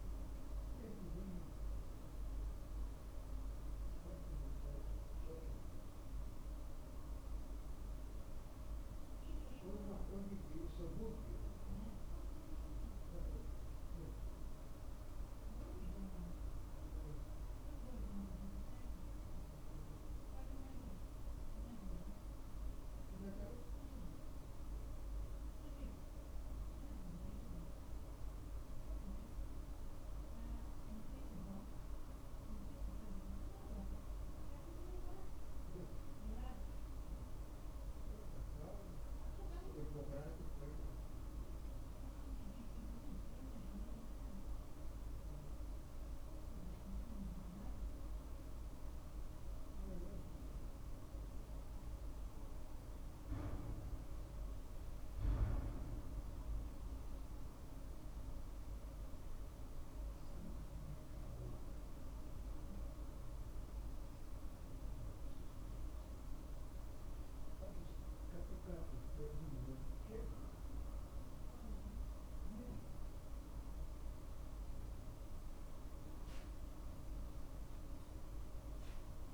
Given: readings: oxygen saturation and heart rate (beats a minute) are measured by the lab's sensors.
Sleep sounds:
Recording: a person awake in a sleep study, by a room microphone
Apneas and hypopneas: none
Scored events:
none scored
From the record:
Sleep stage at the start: awake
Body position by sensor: on the right side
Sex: male

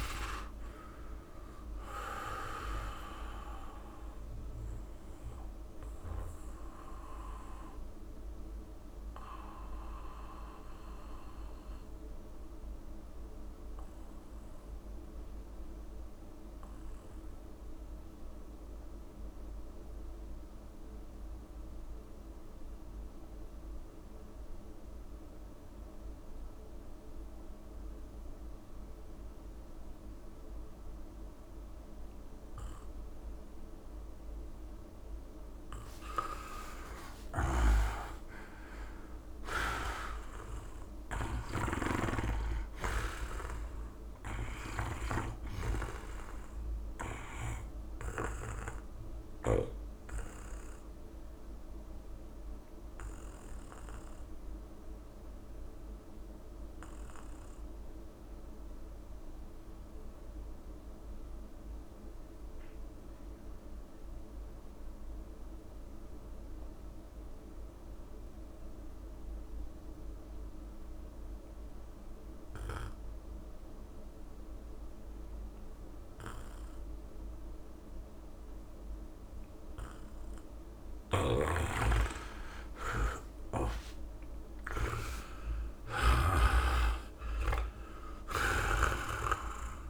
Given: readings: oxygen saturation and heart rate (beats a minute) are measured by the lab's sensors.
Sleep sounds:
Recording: breathing in sleep by a room microphone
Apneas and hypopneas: 2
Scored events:
0.00-17.50 s: oxygen desaturation (device-marked, oxygen 82% lowest, heart rate 34 extreme)
0.50-2.50 s: long interval between heartbeats (device-marked, heart rate 68 before, 39 extreme)
3.00-35.00 s: obstructive apnea (oxygen 99% before, 82% lowest, heart rate 66 before, 56 extreme, up 16 after)
31.50-41.50 s: oxygen desaturation (device-marked, oxygen 99% before, 92% lowest, heart rate 68 before, 56 extreme)
36.50-38.50 s: long interval between heartbeats (device-marked, heart rate 68 before, 80 extreme)
36.50-40.00 s: arousal
41.00-47.50 s: snoring (device-marked)
47.50-59.50 s: oxygen desaturation (device-marked, oxygen 94% before, 84% lowest, heart rate 67 before, 67 extreme)
49.00-80.00 s: obstructive apnea (oxygen 99% before, 82% lowest, heart rate 67 before, 48 extreme, up 15 after)
73.50-89.90 s: oxygen desaturation (device-marked, oxygen 99% before, 82% lowest, heart rate 71 before, 46 extreme)
84.50-86.50 s: long interval between heartbeats (device-marked, heart rate 69 before, 80 extreme)
84.50-89.00 s: arousal
From the record:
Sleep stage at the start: N2 (light sleep)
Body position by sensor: on the back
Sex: male

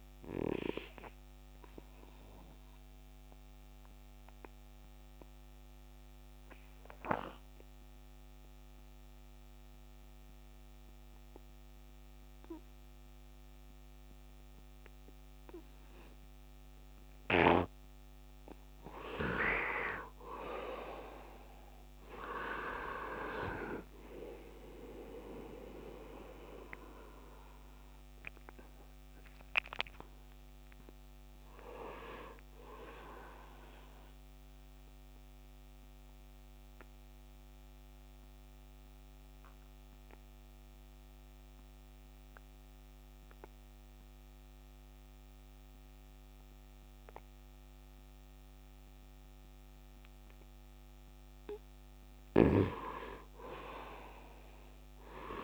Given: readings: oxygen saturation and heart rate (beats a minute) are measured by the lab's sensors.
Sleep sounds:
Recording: breathing in sleep by a microphone on the trachea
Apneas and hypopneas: 2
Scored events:
0.00-12.50 s: oxygen desaturation (device-marked, oxygen 90% lowest, heart rate 76 extreme)
0.50-16.50 s: obstructive apnea (oxygen 99% before, 81% lowest, heart rate 76 before, 73 extreme, up 7 after)
18.00-21.00 s: arousal
19.50-47.50 s: oxygen desaturation (device-marked, oxygen 96% before, 81% lowest, heart rate 78 before, 71 extreme)
34.50-50.50 s: obstructive apnea (oxygen 96% before, 77% lowest, heart rate 81 before, 71 extreme, up 8 after)
52.50-55.43 s: arousal
From the record:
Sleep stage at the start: N2 (light sleep)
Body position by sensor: on the right side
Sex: male

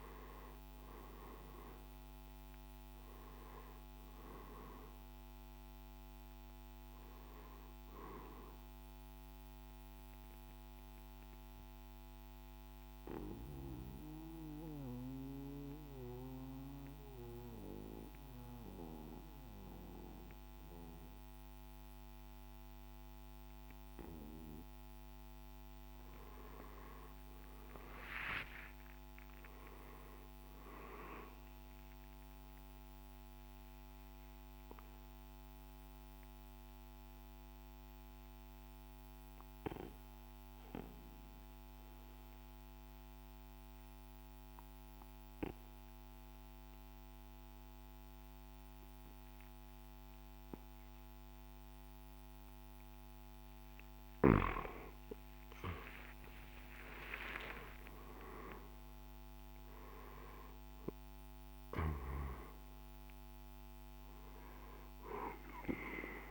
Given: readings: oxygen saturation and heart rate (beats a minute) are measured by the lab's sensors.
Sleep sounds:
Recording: breathing in sleep by a microphone on the trachea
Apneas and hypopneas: 2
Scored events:
0.00-1.50 s: arousal
3.00-14.00 s: drop in pulse transit time (device-marked, heart rate 56 before, 56 extreme)
10.00-23.00 s: oxygen desaturation (device-marked, oxygen 97% before, 89% lowest, heart rate 59 before, 52 extreme)
10.00-23.50 s: obstructive apnea (oxygen 98% before, 88% lowest, heart rate 59 before, 52 extreme, up 10 after)
26.50-29.00 s: arousal
32.00-52.50 s: obstructive apnea (oxygen 98% before, 88% lowest, heart rate 56 before, 53 extreme, up 9 after)
41.00-52.00 s: oxygen desaturation (device-marked, oxygen 97% before, 93% lowest, heart rate 57 before, 54 extreme)
55.00-59.50 s: arousal
60.00-66.31 s: drop in pulse transit time (device-marked, heart rate 55 before, 59 extreme)
63.00-66.31 s: oxygen desaturation (device-marked, oxygen 97% before, 88% lowest, heart rate 56 before, 54 extreme)
From the record:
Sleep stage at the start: N2 (light sleep)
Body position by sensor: on the right side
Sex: male

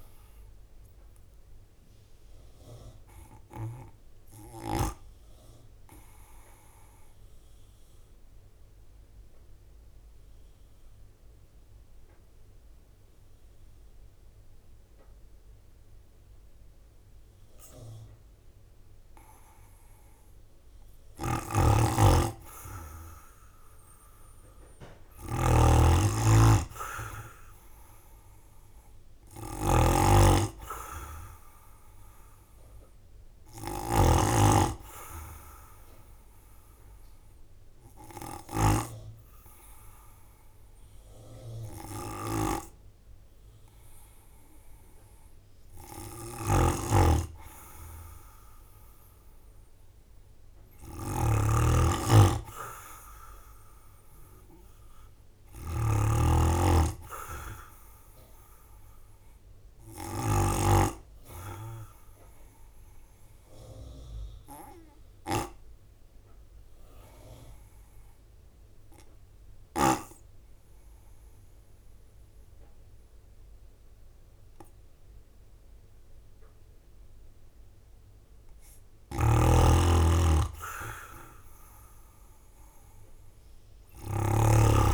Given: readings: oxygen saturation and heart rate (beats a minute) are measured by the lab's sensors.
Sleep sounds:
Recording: breathing in sleep by a room microphone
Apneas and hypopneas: 3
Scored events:
0.00-11.00 s: drop in pulse transit time (device-marked, heart rate 51 extreme)
2.50-20.50 s: obstructive apnea (oxygen 100% before, 95% lowest, heart rate 52 before, 52 extreme, up 9 after)
9.00-10.00 s: leg movement (device-marked)
21.00-34.00 s: snoring (device-marked)
22.50-25.00 s: arousal
26.00-40.00 s: oxygen desaturation (device-marked, oxygen 99% before, 95% lowest, heart rate 53 before, 52 extreme)
26.00-41.00 s: drop in pulse transit time (device-marked, heart rate 53 before, 55 extreme)
35.00-46.50 s: obstructive apnea (oxygen 99% before, 95% lowest, heart rate 56 before, 52 extreme, up 4 after)
46.00-60.50 s: snoring (device-marked)
51.00-54.50 s: arousal
57.00-73.00 s: oxygen desaturation (device-marked, oxygen 98% before, 95% lowest, heart rate 54 before, 52 extreme)
63.50-77.50 s: obstructive apnea (oxygen 98% before, 92% lowest, heart rate 54 before, 52 extreme, up 6 after)
78.50-84.50 s: snoring (device-marked)
80.00-83.50 s: arousal
82.00-84.94 s: drop in pulse transit time (device-marked, heart rate 54 before, 54 extreme)
From the record:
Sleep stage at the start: N2 (light sleep)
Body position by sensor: on the right side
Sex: male

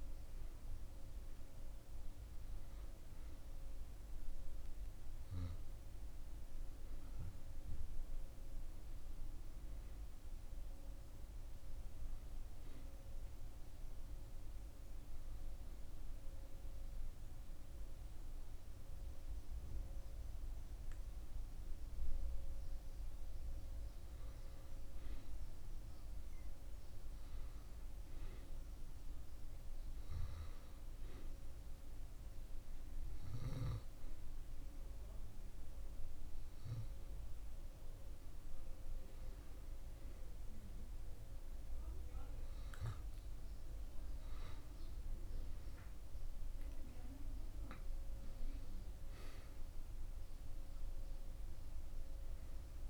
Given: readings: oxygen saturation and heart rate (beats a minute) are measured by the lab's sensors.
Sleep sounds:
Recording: breathing in sleep, hard to hear, by a room microphone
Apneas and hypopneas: 2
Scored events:
3.50-7.00 s: arousal
11.00-22.00 s: hypopnea (oxygen 96% before, 92% lowest)
23.00-27.00 s: arousal
30.50-42.50 s: hypopnea (oxygen 95% before, 91% lowest)
43.50-48.50 s: arousal
From the record:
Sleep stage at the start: N2 (light sleep)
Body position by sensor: on the back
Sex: male

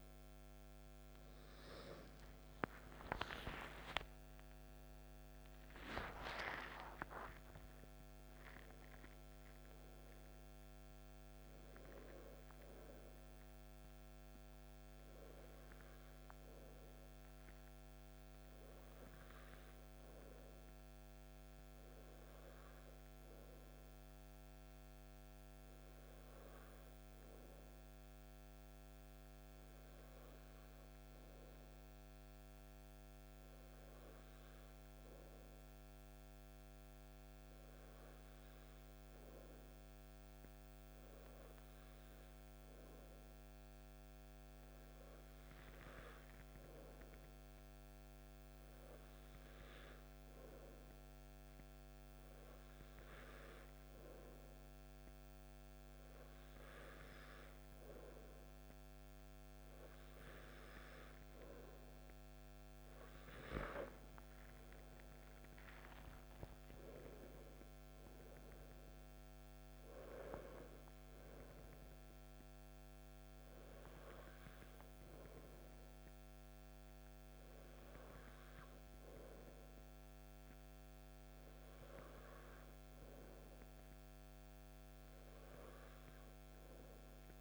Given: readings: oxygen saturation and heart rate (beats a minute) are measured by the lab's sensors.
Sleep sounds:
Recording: breathing in sleep by a microphone on the trachea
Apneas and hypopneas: 1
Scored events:
3.00-8.50 s: arousal
25.00-58.50 s: hypopnea (oxygen 96% before, 95% lowest, heart rate 59 before, 49 extreme, up 6 after)
62.50-68.00 s: arousal
From the record:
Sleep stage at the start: N2 (light sleep)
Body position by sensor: on the back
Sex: male

